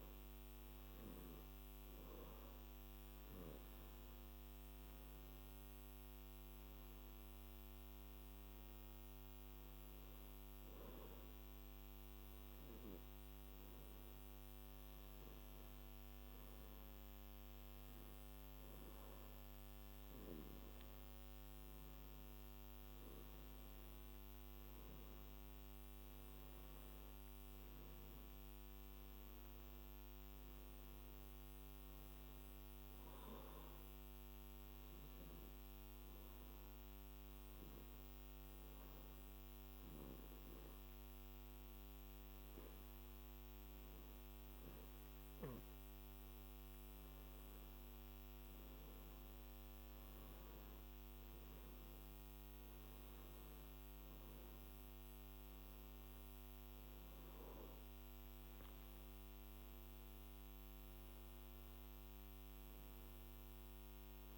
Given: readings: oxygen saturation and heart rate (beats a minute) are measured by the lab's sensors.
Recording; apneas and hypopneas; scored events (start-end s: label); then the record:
breathing in sleep, hard to hear, by a microphone on the trachea; 1
35.50-47.00 s: hypopnea (oxygen 96% before, 93% lowest, heart rate 66 before, 57 extreme, up 7 after)
48.00-51.00 s: arousal
From the record:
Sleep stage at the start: N2 (light sleep); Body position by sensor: on the back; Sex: male